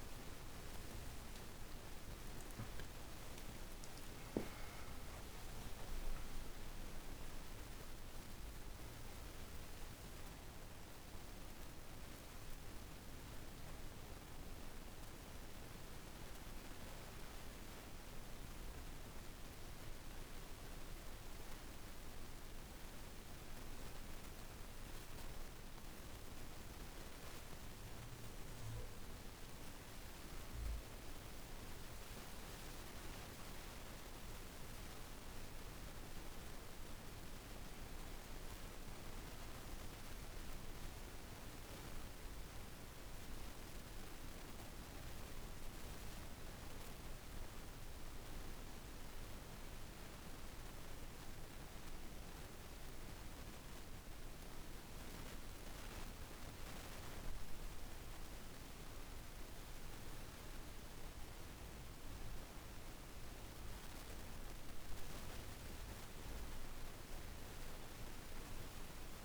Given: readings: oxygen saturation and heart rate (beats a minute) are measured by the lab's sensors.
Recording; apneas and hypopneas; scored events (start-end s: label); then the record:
breathing in sleep, hard to hear, by a room microphone; none
0.00-5.00 s: oxygen desaturation (device-marked, oxygen 94% lowest, heart rate 49 extreme)
2.00-7.00 s: arousal
37.00-50.00 s: oxygen desaturation (device-marked, oxygen 98% before, 95% lowest, heart rate 50 before, 51 extreme)
From the record:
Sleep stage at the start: N1 (lightest sleep); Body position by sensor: on the back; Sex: female